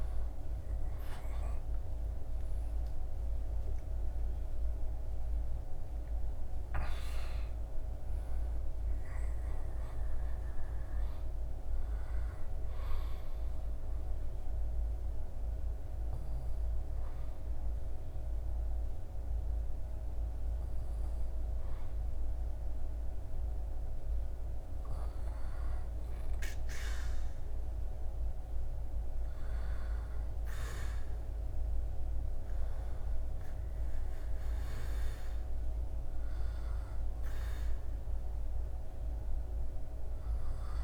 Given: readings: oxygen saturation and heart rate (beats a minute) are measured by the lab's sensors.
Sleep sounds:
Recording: breathing in sleep, hard to hear, by a room microphone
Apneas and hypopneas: 1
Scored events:
0.00-1.50 s: arousal
3.50-24.50 s: oxygen desaturation (device-marked, oxygen 98% before, 94% lowest, heart rate 76 before, 69 extreme)
13.50-23.50 s: hypopnea (oxygen 98% before, 94% lowest, heart rate 79 before, 69 extreme, up 2 after)
27.00-30.50 s: arousal
From the record:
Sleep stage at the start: N2 (light sleep)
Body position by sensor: on the back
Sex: male

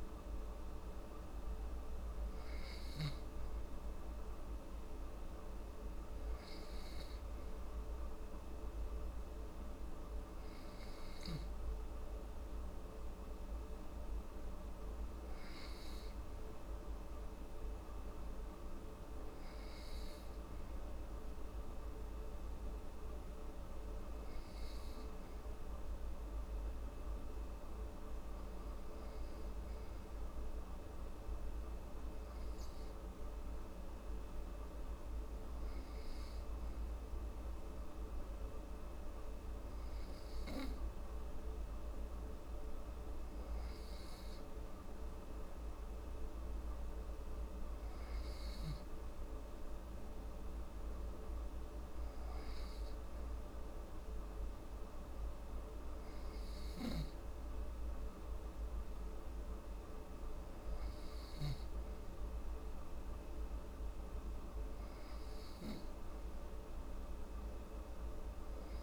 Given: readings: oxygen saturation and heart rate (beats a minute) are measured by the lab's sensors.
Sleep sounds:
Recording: breathing in sleep, hard to hear, by a room microphone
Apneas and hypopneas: none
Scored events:
none scored
From the record:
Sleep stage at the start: N2 (light sleep)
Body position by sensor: on the back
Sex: female

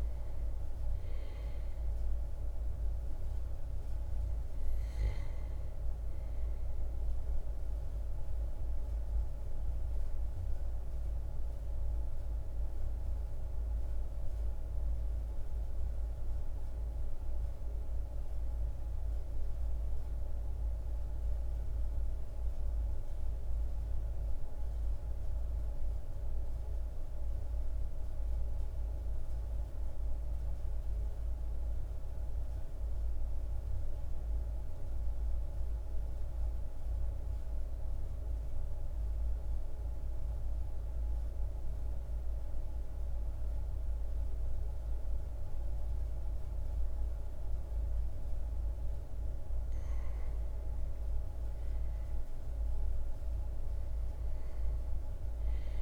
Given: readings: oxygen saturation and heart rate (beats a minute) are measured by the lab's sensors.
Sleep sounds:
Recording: breathing in sleep, hard to hear, by a room microphone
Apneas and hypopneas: 1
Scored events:
0.00-21.50 s: oxygen desaturation (device-marked, oxygen 90% lowest, heart rate 40 extreme)
7.50-47.50 s: obstructive apnea (oxygen 97% before, 90% lowest, heart rate 45 before, 40 extreme, up 2 after)
49.50-54.50 s: arousal
From the record:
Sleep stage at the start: REM sleep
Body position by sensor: on the back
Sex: male

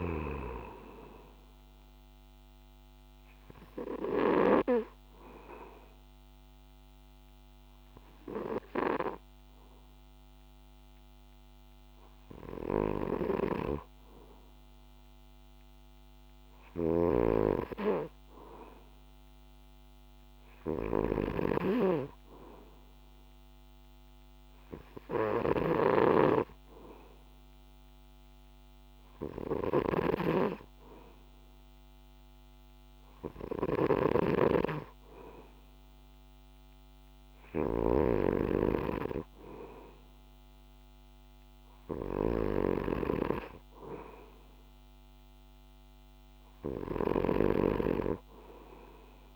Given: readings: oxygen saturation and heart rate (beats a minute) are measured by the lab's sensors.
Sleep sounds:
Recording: breathing in sleep by a microphone on the trachea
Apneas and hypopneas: 1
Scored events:
1.00-14.00 s: hypopnea (oxygen 95% before, 91% lowest, heart rate 65 before, 64 extreme, up 2 after)
2.50-19.50 s: oxygen desaturation (device-marked, oxygen 95% before, 91% lowest, heart rate 66 before, 63 extreme)
13.50-49.36 s: snoring (device-marked)
15.00-18.50 s: arousal
From the record:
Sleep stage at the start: N2 (light sleep)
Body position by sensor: on the back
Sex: male

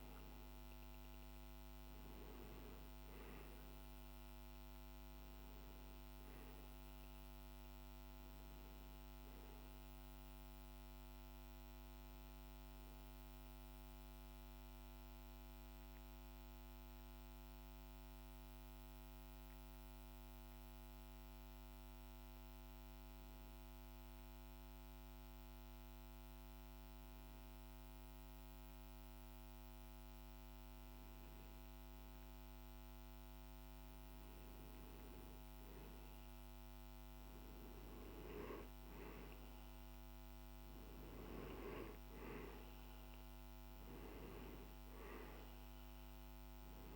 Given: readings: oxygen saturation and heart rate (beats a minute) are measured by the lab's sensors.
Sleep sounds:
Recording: breathing in sleep, hard to hear, by a microphone on the trachea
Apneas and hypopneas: 1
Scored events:
12.50-46.95 s: new sleep stage, N2 (light sleep)
14.00-32.50 s: hypopnea (oxygen 97% before, 90% lowest, heart rate 58 before, 51 extreme, up 1 after)
34.50-46.95 s: oxygen desaturation (device-marked, oxygen 97% before, 92% lowest, heart rate 51 before, 51 extreme)
35.50-39.00 s: arousal
From the record:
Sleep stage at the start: N1 (lightest sleep)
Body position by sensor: on the back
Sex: male

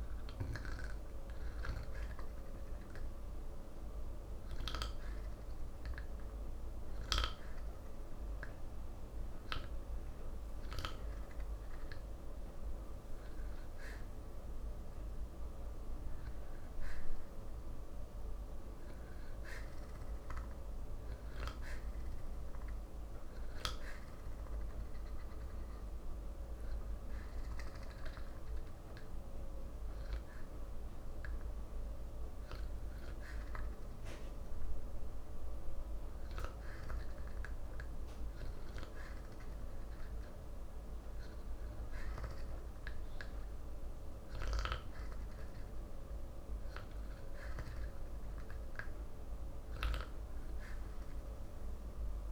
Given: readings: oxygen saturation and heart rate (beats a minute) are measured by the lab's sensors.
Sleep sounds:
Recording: breathing in sleep, hard to hear, by a room microphone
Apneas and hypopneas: 1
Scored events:
25.50-48.00 s: hypopnea (oxygen 93% before, 90% lowest, heart rate 55 before, 55 extreme, up 25 after)
49.50-52.32 s: oxygen desaturation (device-marked, oxygen 93% before, 90% lowest, heart rate 64 before, 55 extreme)
50.00-52.32 s: arousal
From the record:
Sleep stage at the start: N2 (light sleep)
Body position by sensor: on the back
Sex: male

